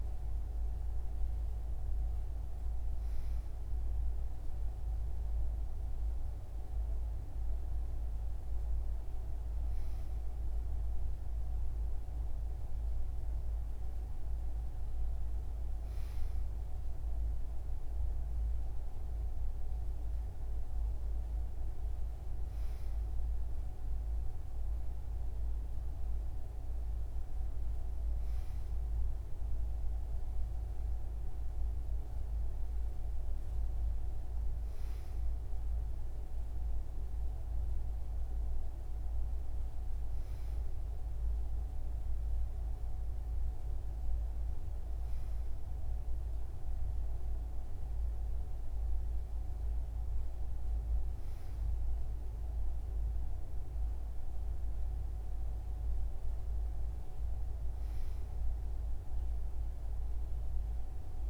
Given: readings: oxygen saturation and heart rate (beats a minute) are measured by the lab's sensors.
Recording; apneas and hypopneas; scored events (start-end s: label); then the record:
breathing in sleep, hard to hear, by a room microphone; none
none scored
From the record:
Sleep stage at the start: N2 (light sleep); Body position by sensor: on the right side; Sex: male